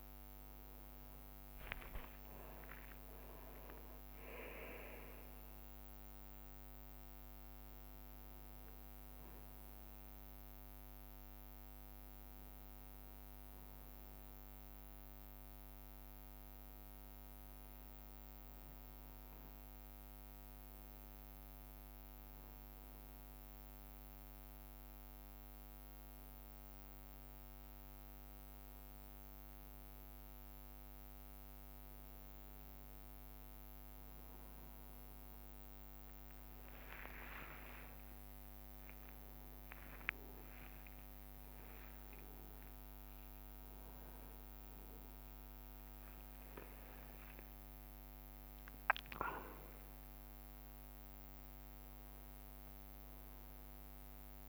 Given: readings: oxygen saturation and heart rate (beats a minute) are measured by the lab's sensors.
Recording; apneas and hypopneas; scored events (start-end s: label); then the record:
a person awake in a sleep study, hard to hear, by a microphone on the trachea; none
0.00-1.50 s: leg movement (device-marked)
0.00-7.50 s: drop in pulse transit time (device-marked, heart rate 64 extreme)
2.00-6.50 s: leg movement (device-marked)
7.50-9.00 s: leg movement (device-marked)
19.00-20.50 s: leg movement (device-marked)
25.50-35.00 s: leg movement (device-marked)
36.00-46.00 s: leg movement (device-marked)
36.50-49.50 s: tachycardia (device-marked, heart rate 67 before, 180 extreme)
36.50-50.50 s: drop in pulse transit time (device-marked, heart rate 64 before, 65 extreme)
40.50-42.50 s: long interval between heartbeats (device-marked, heart rate 68 before, 127 extreme)
44.00-46.00 s: long interval between heartbeats (device-marked, heart rate 80 before, 180 extreme)
46.50-49.00 s: leg movement (device-marked)
47.00-49.00 s: long interval between heartbeats (device-marked, heart rate 97 before, 171 extreme)
52.00-54.49 s: leg movement (device-marked)
From the record:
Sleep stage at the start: awake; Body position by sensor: on the back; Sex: male